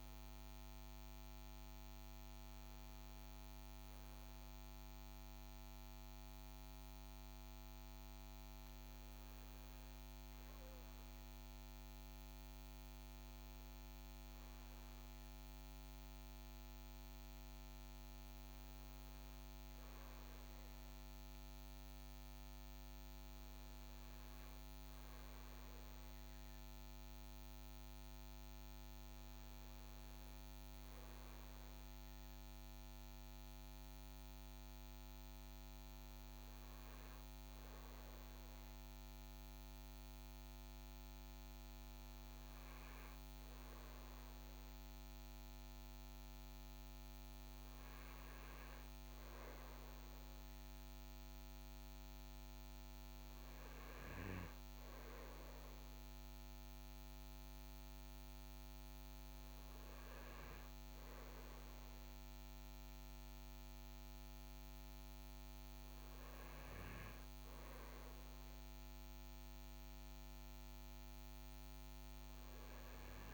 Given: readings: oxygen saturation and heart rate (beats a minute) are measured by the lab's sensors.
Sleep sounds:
breathing in sleep, hard to hear, by a microphone on the trachea; none
53.50-73.34 s: new sleep stage, N2 (light sleep)
From the record:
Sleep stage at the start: REM sleep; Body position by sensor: on the front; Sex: male

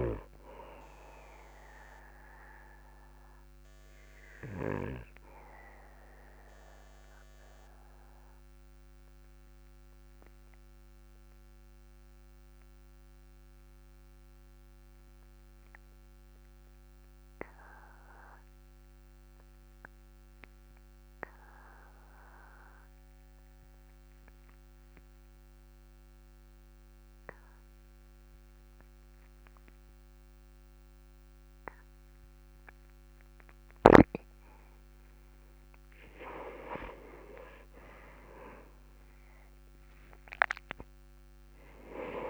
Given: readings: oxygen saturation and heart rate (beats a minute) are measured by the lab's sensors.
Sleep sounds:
breathing in sleep by a microphone on the trachea; 1
3.50-34.50 s: obstructive apnea (oxygen 99% before, 93% lowest, heart rate 48 before, 37 extreme, up 10 after)
9.50-20.50 s: oxygen desaturation (device-marked, oxygen 98% before, 95% lowest, heart rate 48 before, 37 extreme)
36.50-41.00 s: arousal
From the record:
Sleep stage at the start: N2 (light sleep); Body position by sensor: on the back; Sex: male

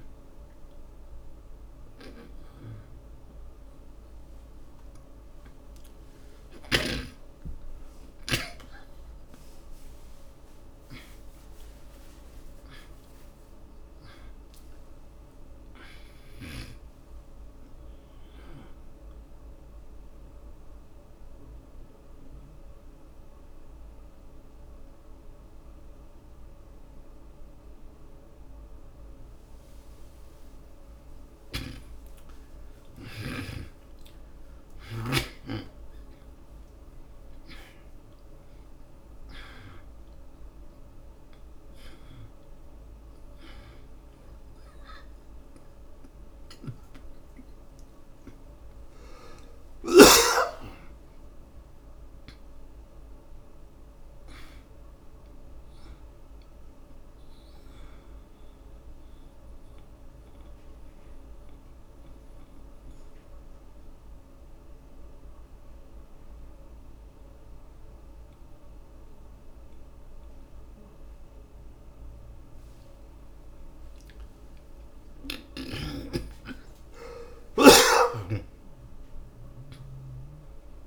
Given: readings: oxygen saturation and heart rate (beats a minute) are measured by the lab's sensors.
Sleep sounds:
a person partly awake in a sleep study, by a room microphone; 2
0.00-8.50 s: oxygen desaturation (device-marked, oxygen 90% lowest, heart rate 73 extreme)
2.00-7.00 s: snoring (device-marked)
9.50-80.87 s: new sleep stage, N2 (light sleep)
18.50-23.50 s: oxygen desaturation (device-marked, oxygen 95% before, 91% lowest, heart rate 96 before, 73 extreme)
18.50-29.50 s: mixed apnea (oxygen 95% before, 74% lowest, heart rate 96 before, 73 extreme, up 26 after)
30.50-35.50 s: arousal
30.50-39.50 s: oxygen desaturation (device-marked, oxygen 93% before, 88% lowest, heart rate 96 before, 70 extreme)
41.50-54.50 s: oxygen desaturation (device-marked, oxygen 91% before, 74% lowest, heart rate 88 before, 46 extreme)
46.50-50.50 s: snoring (device-marked)
52.50-56.50 s: arousal
58.50-73.50 s: mixed apnea (oxygen 94% before, 78% lowest, heart rate 84 before, 46 extreme)
75.00-80.87 s: arousal
From the record:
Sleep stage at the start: awake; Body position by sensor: on the back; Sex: male

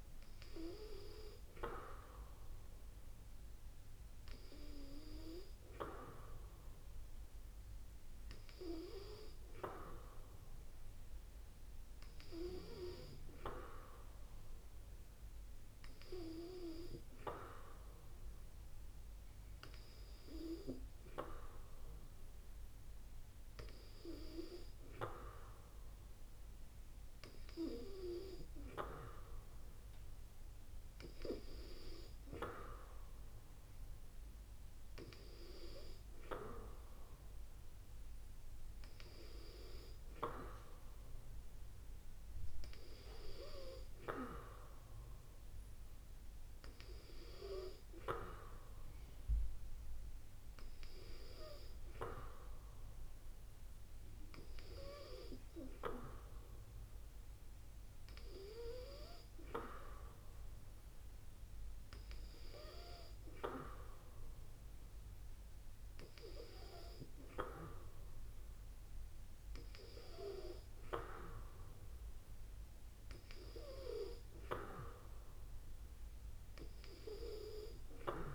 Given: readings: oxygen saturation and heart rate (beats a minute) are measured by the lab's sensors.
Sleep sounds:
breathing in sleep by a room microphone; none
none scored
From the record:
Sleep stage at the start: N2 (light sleep); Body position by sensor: on the back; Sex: female

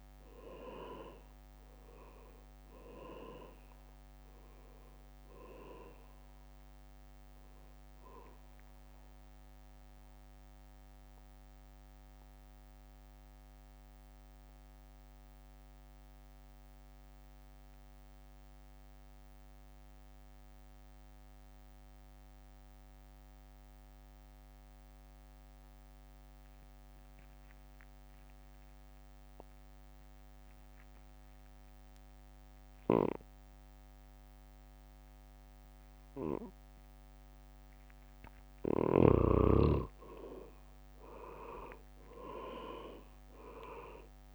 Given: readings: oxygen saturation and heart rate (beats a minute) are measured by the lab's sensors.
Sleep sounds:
breathing in sleep by a microphone on the trachea; 1
0.00-9.00 s: drop in pulse transit time (device-marked, heart rate 60 extreme)
0.00-25.00 s: oxygen desaturation (device-marked, oxygen 92% lowest, heart rate 56 extreme)
8.50-35.50 s: mixed apnea (oxygen 100% before, 90% lowest, heart rate 62 before, 55 extreme, up 8 after)
38.00-42.50 s: arousal
41.00-43.00 s: leg movement (device-marked)
41.00-44.35 s: drop in pulse transit time (device-marked, heart rate 57 before, 57 extreme)
From the record:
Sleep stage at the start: N2 (light sleep); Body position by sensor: on the back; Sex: male

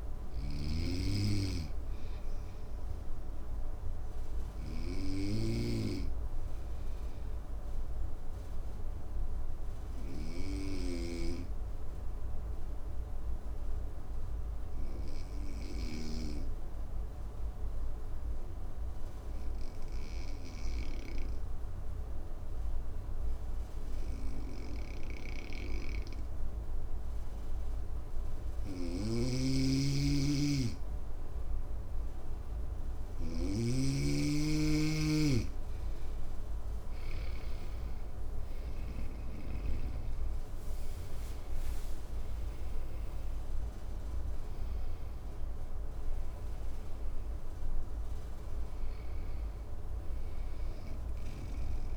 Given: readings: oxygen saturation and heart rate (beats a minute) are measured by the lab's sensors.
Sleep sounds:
breathing in sleep by a room microphone; 1
3.50-30.00 s: obstructive apnea (oxygen 95% before, 92% lowest, heart rate 61 before, 55 extreme, up 6 after)
28.00-38.50 s: snoring (device-marked)
31.50-51.97 s: oxygen desaturation (device-marked, oxygen 99% before, 92% lowest, heart rate 55 before, 54 extreme)
36.00-40.00 s: arousal
From the record:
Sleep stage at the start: N2 (light sleep); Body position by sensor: on the right side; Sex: male

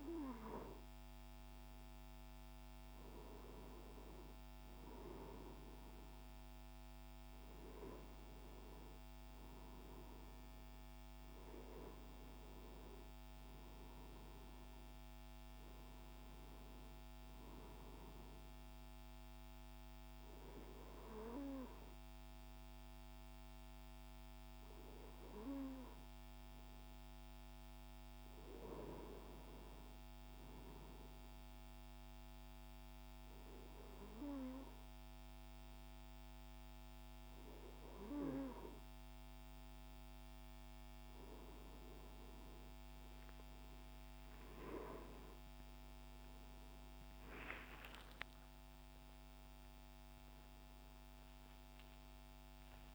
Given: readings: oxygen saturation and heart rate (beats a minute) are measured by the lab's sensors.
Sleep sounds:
breathing in sleep by a microphone on the trachea; 1
10.50-15.00 s: arousal
31.00-41.00 s: obstructive apnea (oxygen 97% before, 94% lowest, heart rate 72 before, 69 extreme, up 9 after)
43.50-52.95 s: new sleep stage, awake
From the record:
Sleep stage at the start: N2 (light sleep); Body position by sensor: on the right side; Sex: male

